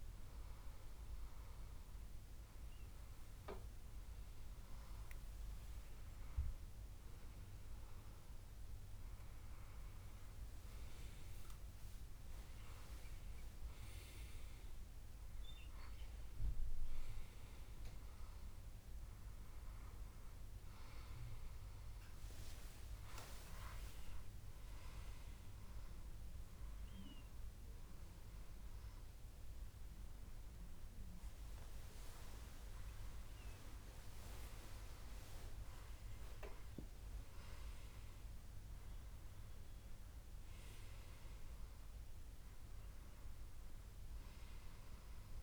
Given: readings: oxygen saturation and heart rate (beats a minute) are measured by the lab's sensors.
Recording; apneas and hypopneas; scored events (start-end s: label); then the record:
breathing in sleep, hard to hear, by a room microphone; none
11.00-13.00 s: long interval between heartbeats (device-marked, heart rate 74 before, 72 extreme)
21.50-25.50 s: arousal
From the record:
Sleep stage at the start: N1 (lightest sleep); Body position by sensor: on the back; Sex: male